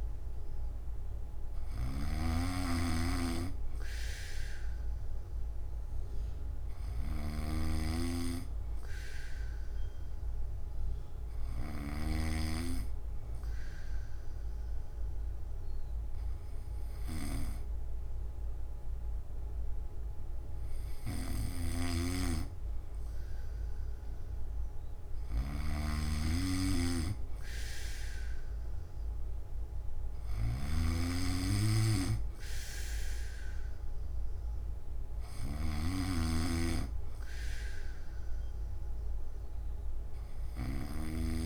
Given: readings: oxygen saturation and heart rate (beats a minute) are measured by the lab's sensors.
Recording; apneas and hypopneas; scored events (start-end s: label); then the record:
breathing in sleep by a room microphone; none
0.00-12.00 s: snoring (device-marked)
21.00-41.46 s: snoring (device-marked)
From the record:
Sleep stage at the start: N3 (deep sleep); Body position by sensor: on the back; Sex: male